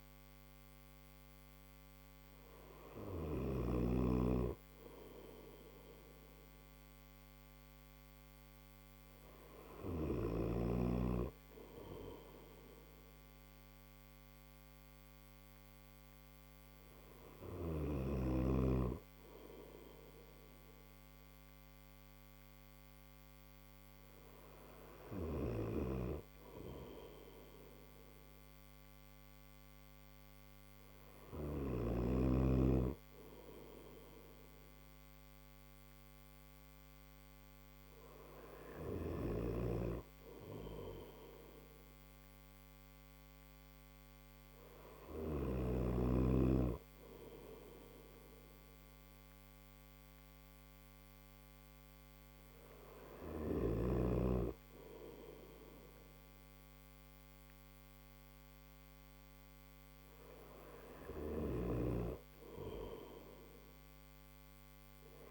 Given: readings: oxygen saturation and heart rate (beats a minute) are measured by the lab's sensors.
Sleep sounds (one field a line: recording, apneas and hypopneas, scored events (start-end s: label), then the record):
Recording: breathing in sleep by a microphone on the trachea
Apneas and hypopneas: none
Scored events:
24.50-31.00 s: snoring (device-marked)
From the record:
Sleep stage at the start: N1 (lightest sleep)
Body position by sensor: on the right side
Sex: male